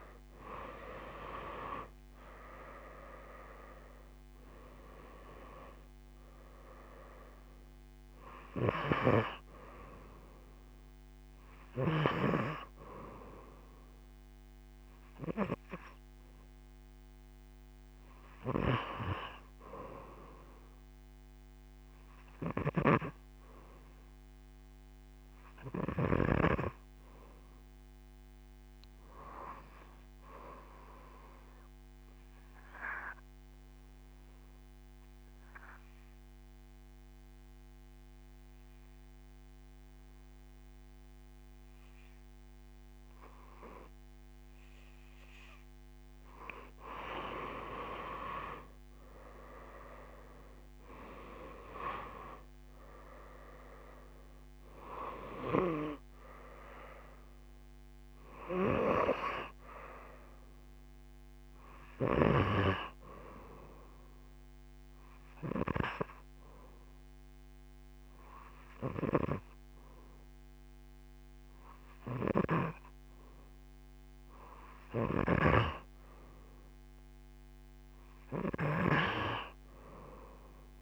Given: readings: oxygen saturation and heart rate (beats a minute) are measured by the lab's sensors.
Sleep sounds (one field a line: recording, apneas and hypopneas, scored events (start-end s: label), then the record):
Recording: breathing in sleep by a microphone on the trachea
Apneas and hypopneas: 2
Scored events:
0.00-1.00 s: arousal
0.00-24.50 s: oxygen desaturation (device-marked, oxygen 85% lowest)
8.50-12.00 s: snoring (device-marked)
15.00-44.50 s: obstructive apnea (oxygen 97% before, 85% lowest)
41.50-73.50 s: oxygen desaturation (device-marked, oxygen 97% before, 88% lowest)
47.50-52.50 s: arousal
63.50-74.50 s: obstructive apnea (oxygen 96% before, 88% lowest)
72.00-75.50 s: snoring (device-marked)
77.00-80.50 s: arousal
From the record:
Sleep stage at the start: N2 (light sleep)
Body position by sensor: on the right side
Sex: female